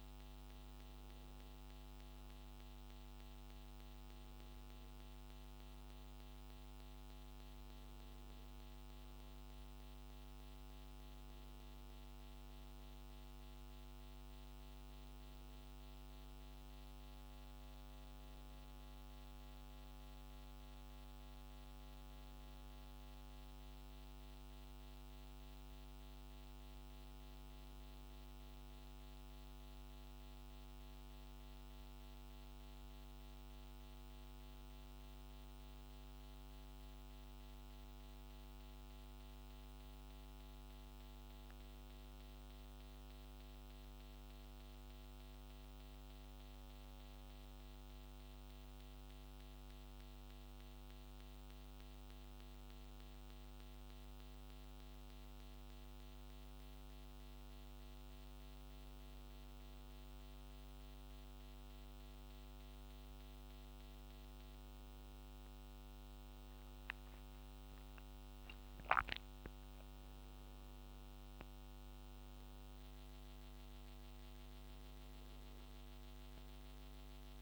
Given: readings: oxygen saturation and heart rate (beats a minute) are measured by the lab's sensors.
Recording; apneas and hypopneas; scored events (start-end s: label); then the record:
a person awake in a sleep study, hard to hear, by a microphone on the trachea; none
none scored
From the record:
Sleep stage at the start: awake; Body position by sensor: on the right side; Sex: male